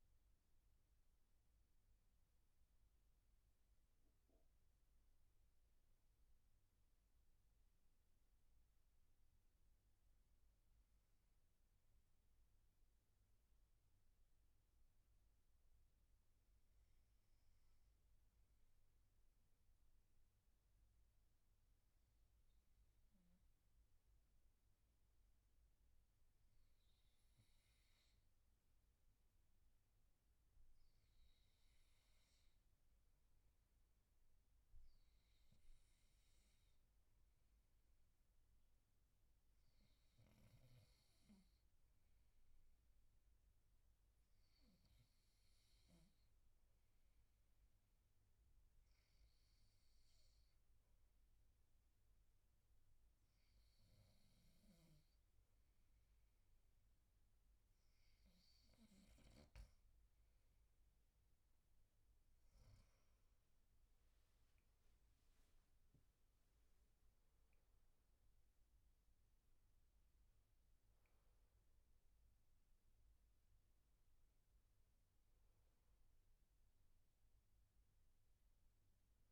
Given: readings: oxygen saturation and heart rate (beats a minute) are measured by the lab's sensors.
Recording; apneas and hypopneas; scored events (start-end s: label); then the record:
breathing in sleep, hard to hear, by a room microphone; none
none scored
From the record:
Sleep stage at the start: N2 (light sleep); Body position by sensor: on the right side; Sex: male